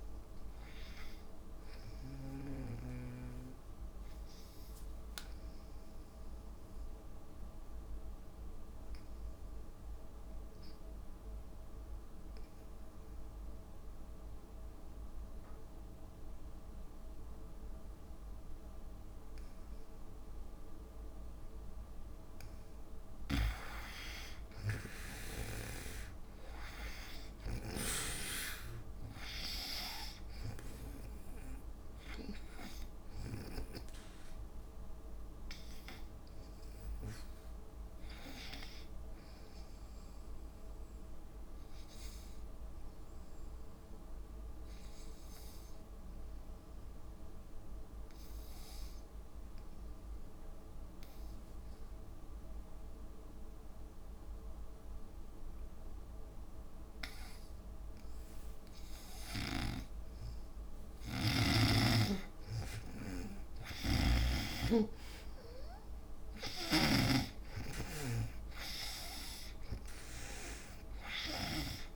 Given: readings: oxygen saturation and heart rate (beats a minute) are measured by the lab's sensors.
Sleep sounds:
breathing in sleep by a room microphone; 2
0.00-6.00 s: oxygen desaturation (device-marked, oxygen 72% lowest, heart rate 53 extreme)
6.50-21.50 s: obstructive apnea (oxygen 89% before, 78% lowest, heart rate 61 before, 56 extreme, up 8 after)
11.00-31.00 s: drop in pulse transit time (device-marked, heart rate 58 before, 57 extreme)
23.00-28.00 s: snoring (device-marked)
24.00-27.00 s: arousal
26.00-44.00 s: oxygen desaturation (device-marked, oxygen 98% before, 85% lowest, heart rate 59 before, 56 extreme)
41.00-59.50 s: obstructive apnea (oxygen 98% before, 78% lowest, heart rate 61 before, 55 extreme, up 10 after)
60.00-71.96 s: oxygen desaturation (device-marked, oxygen 97% before, 78% lowest, heart rate 59 before, 55 extreme)
60.50-63.00 s: arousal
66.00-71.96 s: drop in pulse transit time (device-marked, heart rate 61 before, 61 extreme)
From the record:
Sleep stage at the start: N2 (light sleep); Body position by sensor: on the back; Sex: female

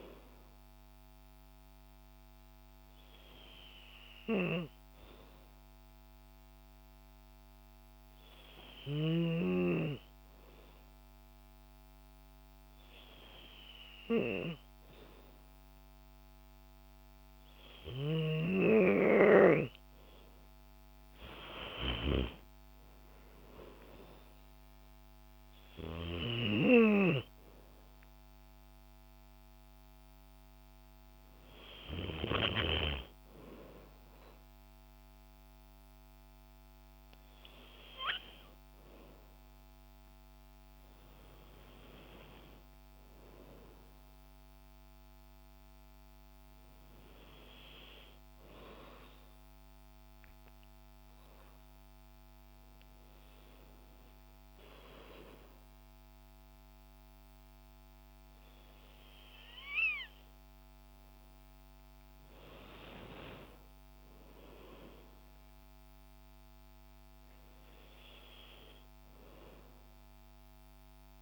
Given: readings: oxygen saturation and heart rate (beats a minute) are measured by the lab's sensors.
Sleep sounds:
breathing in sleep by a microphone on the trachea; 1
1.00-20.50 s: hypopnea (oxygen 96% before, 93% lowest, heart rate 76 before, 76 extreme)
21.00-24.00 s: arousal
64.00-68.00 s: arousal
From the record:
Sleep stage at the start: N2 (light sleep); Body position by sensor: on the back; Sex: female

